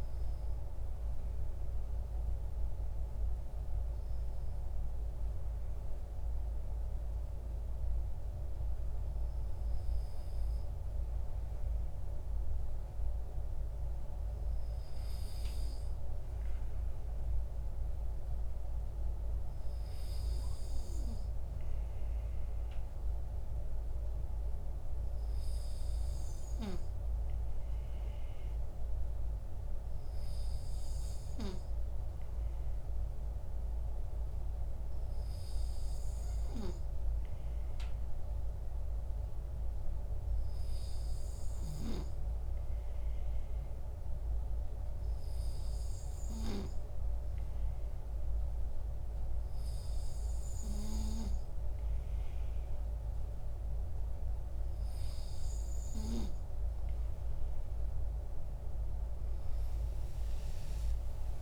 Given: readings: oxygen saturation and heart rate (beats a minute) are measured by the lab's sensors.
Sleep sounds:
breathing in sleep, hard to hear, by a room microphone; 1
25.50-54.00 s: obstructive apnea (oxygen 98% before, 95% lowest, heart rate 53 before, 51 extreme, up 9 after)
60.00-61.41 s: arousal
From the record:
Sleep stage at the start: N2 (light sleep); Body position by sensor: on the back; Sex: male

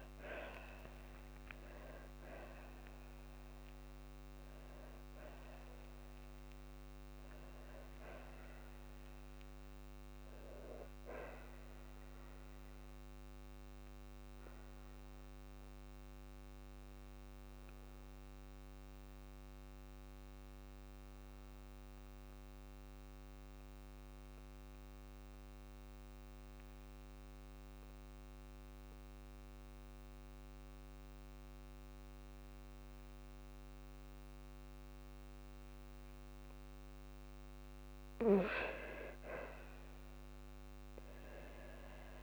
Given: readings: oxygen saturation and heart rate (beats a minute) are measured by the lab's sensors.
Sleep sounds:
breathing in sleep by a microphone on the trachea; 1
0.00-2.00 s: long interval between heartbeats (device-marked, heart rate 57 before, 87 extreme)
0.00-3.50 s: arousal
11.50-35.50 s: obstructive apnea (oxygen 98% before, 93% lowest, heart rate 68 before, 52 extreme, up 5 after)
25.00-34.00 s: oxygen desaturation (device-marked, oxygen 97% before, 93% lowest, heart rate 57 before, 53 extreme)
38.00-40.50 s: arousal
From the record:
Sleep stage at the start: N2 (light sleep); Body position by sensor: on the back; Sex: female

